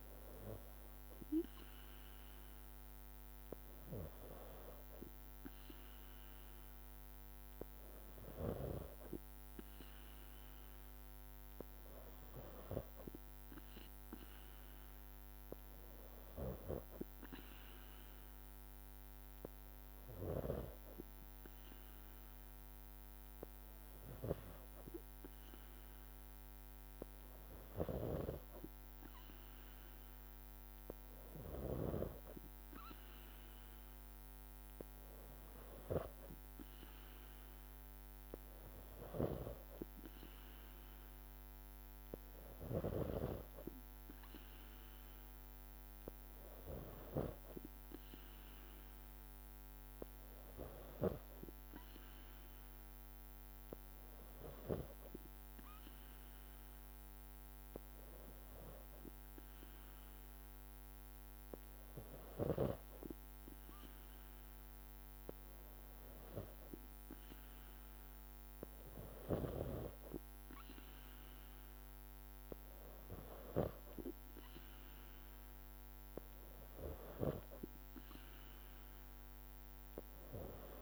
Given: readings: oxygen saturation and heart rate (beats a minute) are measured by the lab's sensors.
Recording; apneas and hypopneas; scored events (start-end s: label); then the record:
breathing in sleep by a microphone on the trachea; none
none scored
From the record:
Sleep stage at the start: N3 (deep sleep); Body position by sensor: on the back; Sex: female